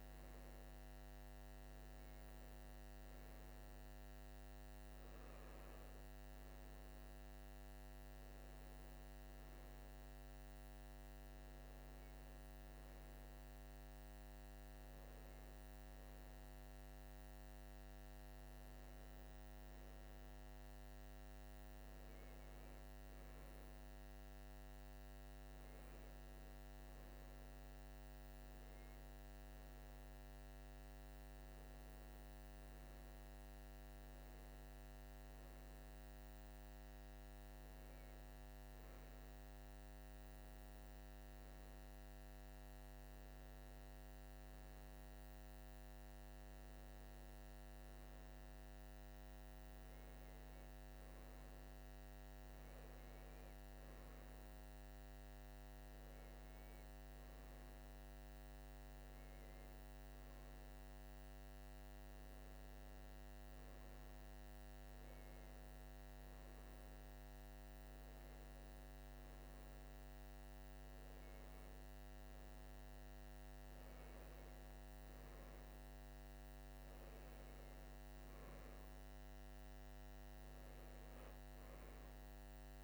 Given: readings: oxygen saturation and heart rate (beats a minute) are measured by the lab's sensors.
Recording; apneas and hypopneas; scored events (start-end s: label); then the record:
breathing in sleep, hard to hear, by a microphone on the trachea; none
none scored
From the record:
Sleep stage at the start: N2 (light sleep); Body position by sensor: on the right side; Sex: male